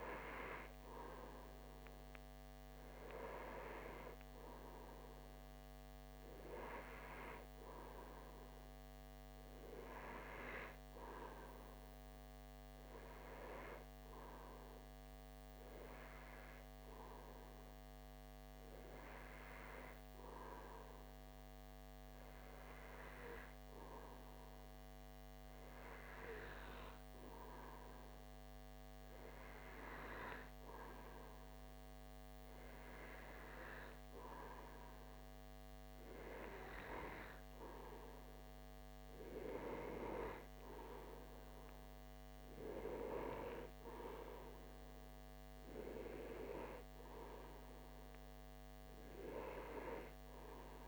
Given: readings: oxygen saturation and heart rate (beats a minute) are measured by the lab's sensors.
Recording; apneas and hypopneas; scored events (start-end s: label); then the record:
breathing in sleep by a microphone on the trachea; none
40.50-45.00 s: arousal
From the record:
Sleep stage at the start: N2 (light sleep); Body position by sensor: on the right side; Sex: male